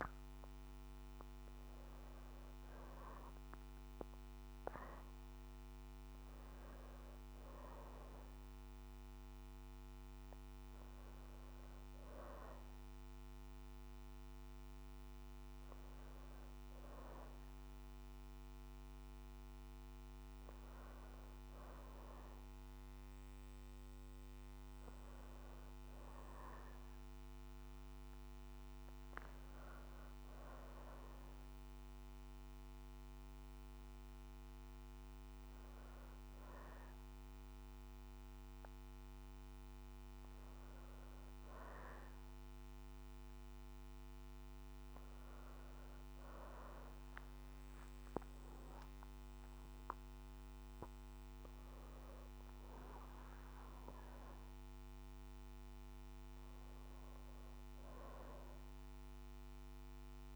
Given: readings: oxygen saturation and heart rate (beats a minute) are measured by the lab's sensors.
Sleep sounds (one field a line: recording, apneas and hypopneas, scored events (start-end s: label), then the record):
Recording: breathing in sleep, hard to hear, by a microphone on the trachea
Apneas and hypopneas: none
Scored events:
0.00-7.50 s: oxygen desaturation (device-marked, oxygen 93% lowest, heart rate 59 extreme)
48.50-53.00 s: arousal
From the record:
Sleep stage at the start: N2 (light sleep)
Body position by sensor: on the back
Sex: female